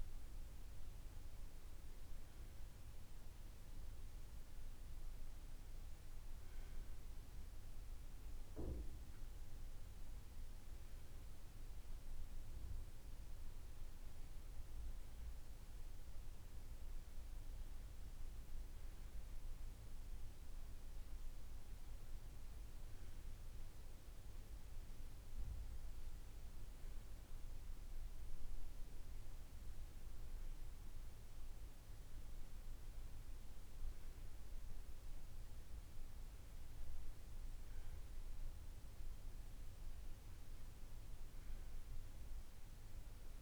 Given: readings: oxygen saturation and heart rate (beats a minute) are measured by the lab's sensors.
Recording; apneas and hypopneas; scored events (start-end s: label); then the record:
a person awake in a sleep study, hard to hear, by a room microphone; none
none scored
From the record:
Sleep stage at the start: awake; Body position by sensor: on the back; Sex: male